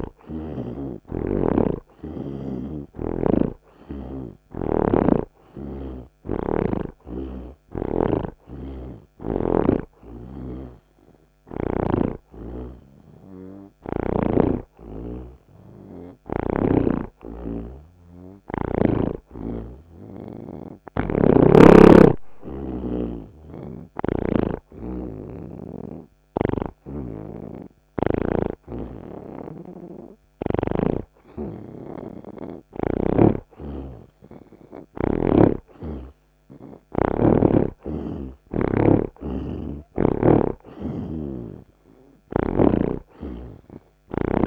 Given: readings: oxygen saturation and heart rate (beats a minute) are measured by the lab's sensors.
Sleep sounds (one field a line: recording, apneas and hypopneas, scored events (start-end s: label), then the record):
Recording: breathing in sleep by a microphone on the trachea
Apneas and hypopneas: none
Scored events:
7.50-14.50 s: snoring (device-marked)
17.00-44.46 s: new sleep stage, N3 (deep sleep)
26.50-31.00 s: snoring (device-marked)
38.00-44.46 s: snoring (device-marked)
From the record:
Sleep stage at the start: N2 (light sleep)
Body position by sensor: on the right side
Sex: male